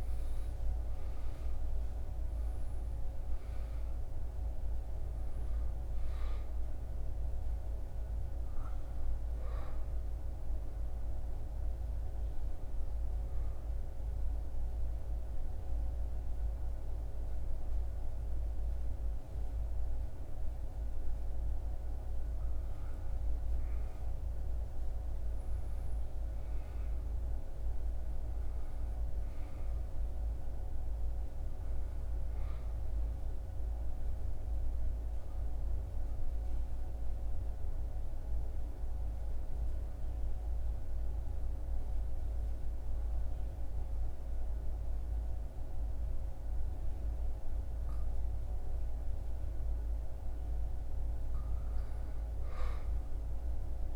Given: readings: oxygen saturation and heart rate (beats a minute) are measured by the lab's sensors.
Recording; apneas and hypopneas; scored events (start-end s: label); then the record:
breathing in sleep, hard to hear, by a room microphone; 2
0.00-2.50 s: arousal
0.00-21.00 s: oxygen desaturation (device-marked, oxygen 94% lowest, heart rate 68 extreme)
9.50-21.00 s: obstructive apnea (oxygen 98% before, 94% lowest, heart rate 76 before, 71 extreme, up 13 after)
24.00-28.00 s: arousal
34.50-49.50 s: obstructive apnea (oxygen 98% before, 93% lowest, heart rate 77 before, 74 extreme, up 3 after)
52.00-53.96 s: arousal
From the record:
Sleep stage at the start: N2 (light sleep); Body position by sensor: on the back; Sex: male